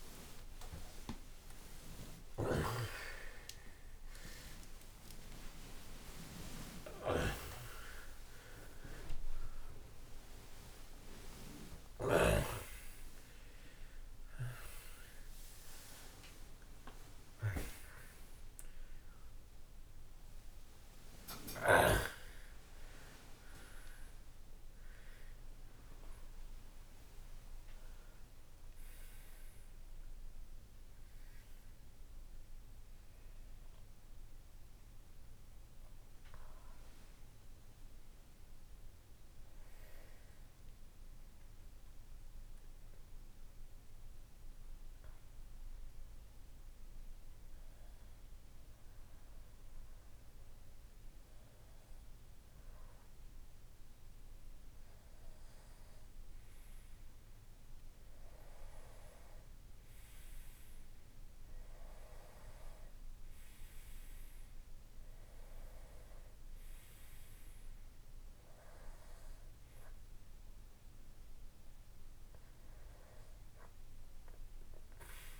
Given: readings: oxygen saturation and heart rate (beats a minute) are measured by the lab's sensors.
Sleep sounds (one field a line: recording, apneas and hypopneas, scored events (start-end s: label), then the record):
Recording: a person partly awake in a sleep study, by a room microphone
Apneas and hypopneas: 1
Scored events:
1.00-9.00 s: tachycardia (device-marked, heart rate 56 before, 168 extreme)
1.50-3.50 s: long interval between heartbeats (device-marked, heart rate 59 before, 98 extreme)
6.50-8.50 s: long interval between heartbeats (device-marked, heart rate 73 before, 168 extreme)
9.00-39.00 s: new sleep stage, awake
39.00-75.40 s: new sleep stage, N2 (light sleep)
41.50-55.00 s: hypopnea (oxygen 95% before, 93% lowest, heart rate 78 before, 54 extreme)
57.00-61.50 s: arousal
63.00-75.40 s: oxygen desaturation (device-marked, oxygen 98% before, 93% lowest, heart rate 62 before, 54 extreme)
From the record:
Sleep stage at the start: N2 (light sleep)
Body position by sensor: on the back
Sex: male